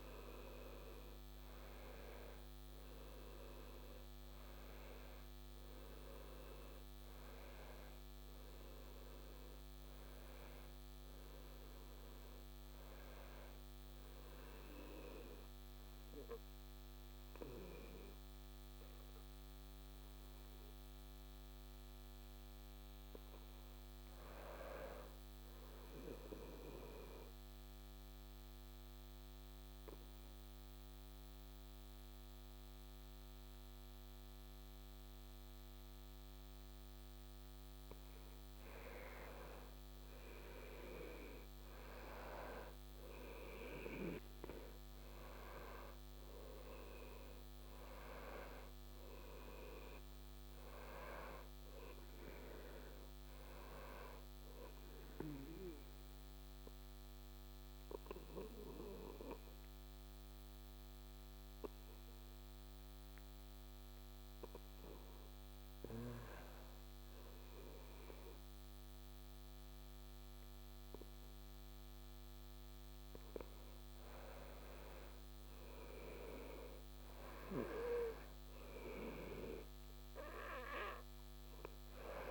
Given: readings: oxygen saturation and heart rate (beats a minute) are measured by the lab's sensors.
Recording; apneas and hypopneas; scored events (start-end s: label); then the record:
breathing in sleep by a microphone on the trachea; 2
0.00-19.00 s: oxygen desaturation (device-marked, oxygen 89% lowest, heart rate 65 extreme)
21.00-25.00 s: arousal
26.50-37.50 s: obstructive apnea (oxygen 97% before, 90% lowest, heart rate 73 before, 65 extreme, up 5 after)
33.00-57.00 s: oxygen desaturation (device-marked, oxygen 97% before, 90% lowest, heart rate 71 before, 65 extreme)
38.50-42.00 s: arousal
56.00-71.50 s: obstructive apnea (oxygen 97% before, 90% lowest, heart rate 70 before, 65 extreme, up 3 after)
73.00-76.50 s: arousal
77.00-82.31 s: oxygen desaturation (device-marked, oxygen 96% before, 92% lowest, heart rate 68 before, 68 extreme)
From the record:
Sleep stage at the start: N2 (light sleep); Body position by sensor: on the back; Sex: male